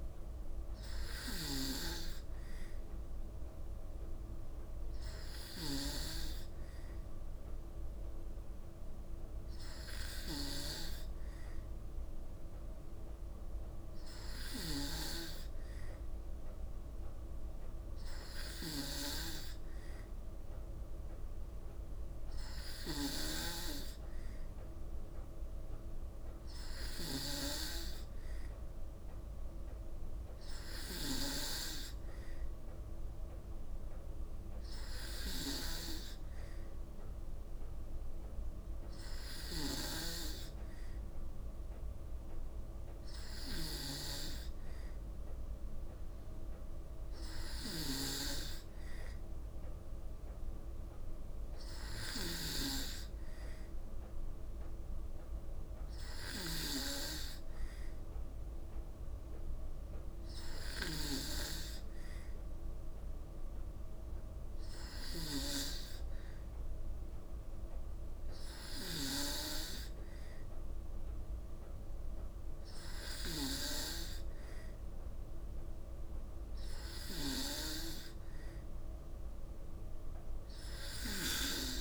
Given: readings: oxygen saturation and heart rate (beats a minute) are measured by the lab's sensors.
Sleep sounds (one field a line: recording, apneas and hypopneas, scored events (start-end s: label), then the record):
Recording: breathing in sleep by a room microphone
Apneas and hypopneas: none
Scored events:
none scored
From the record:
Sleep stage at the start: N2 (light sleep)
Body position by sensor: on the back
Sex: female